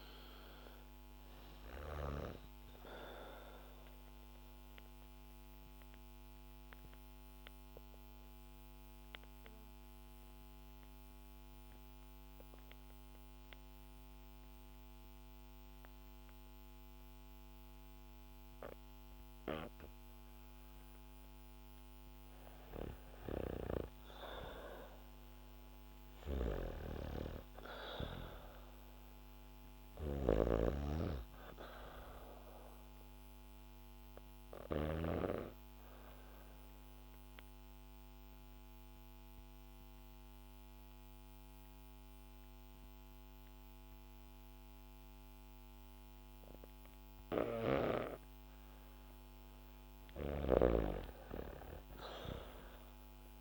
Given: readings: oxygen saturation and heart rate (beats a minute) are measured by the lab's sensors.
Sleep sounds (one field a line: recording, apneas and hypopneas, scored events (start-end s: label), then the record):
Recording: breathing in sleep by a microphone on the trachea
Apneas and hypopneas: 2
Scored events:
2.50-21.50 s: obstructive apnea (oxygen 100% before, 93% lowest, heart rate 93 before, 64 extreme, up 5 after)
21.00-42.00 s: oxygen desaturation (device-marked, oxygen 100% before, 93% lowest, heart rate 68 before, 66 extreme)
24.00-28.50 s: arousal
26.00-35.00 s: snoring (device-marked)
35.50-48.00 s: obstructive apnea (oxygen 100% before, 91% lowest, heart rate 68 before, 66 extreme, up 3 after)
49.50-53.41 s: snoring (device-marked)
50.00-53.00 s: arousal
52.00-53.41 s: oxygen desaturation (device-marked, oxygen 100% before, 95% lowest, heart rate 71 before, 63 extreme)
From the record:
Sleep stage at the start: REM sleep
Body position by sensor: on the back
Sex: female